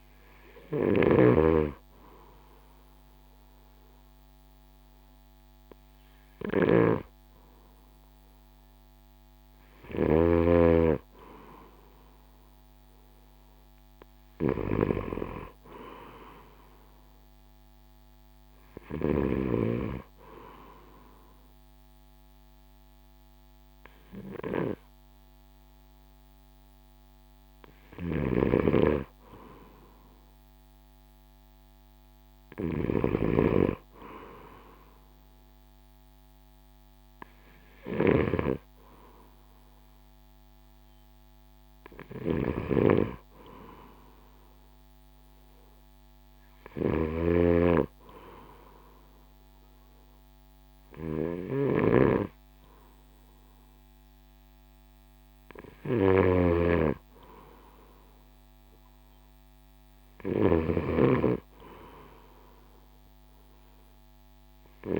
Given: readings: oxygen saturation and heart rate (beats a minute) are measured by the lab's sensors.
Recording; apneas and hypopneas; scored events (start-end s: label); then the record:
breathing in sleep by a microphone on the trachea; none
0.00-3.00 s: oxygen desaturation (device-marked, oxygen 91% lowest, heart rate 62 extreme)
0.00-19.50 s: snoring (device-marked)
10.00-14.00 s: oxygen desaturation (device-marked, oxygen 94% before, 91% lowest, heart rate 65 before, 64 extreme)
22.00-33.00 s: oxygen desaturation (device-marked, oxygen 93% before, 90% lowest, heart rate 65 before, 64 extreme)
28.00-65.00 s: snoring (device-marked)
41.00-52.00 s: oxygen desaturation (device-marked, oxygen 94% before, 91% lowest, heart rate 68 before, 63 extreme)
From the record:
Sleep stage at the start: N2 (light sleep); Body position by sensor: on the right side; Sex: male